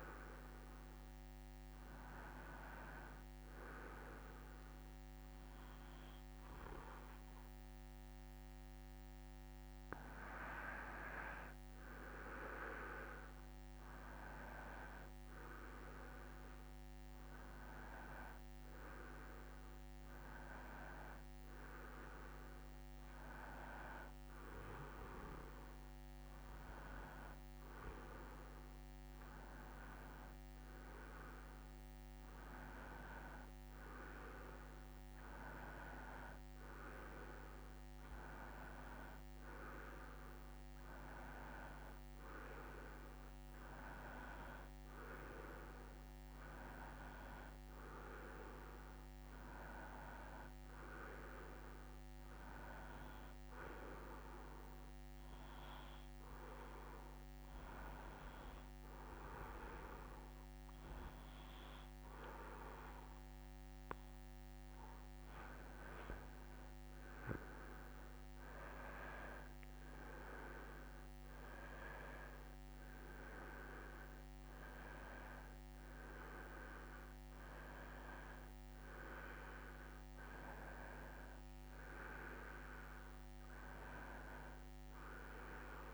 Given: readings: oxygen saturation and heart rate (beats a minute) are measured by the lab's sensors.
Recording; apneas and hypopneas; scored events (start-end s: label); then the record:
breathing in sleep by a microphone on the trachea; 2
2.00-13.00 s: hypopnea (oxygen 96% before, 92% lowest)
2.50-85.94 s: new sleep stage, N2 (light sleep)
15.00-18.50 s: arousal
47.50-51.00 s: arousal
54.00-65.00 s: hypopnea (oxygen 94% before, 92% lowest)
68.50-72.50 s: arousal
From the record:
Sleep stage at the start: N1 (lightest sleep); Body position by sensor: on the back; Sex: male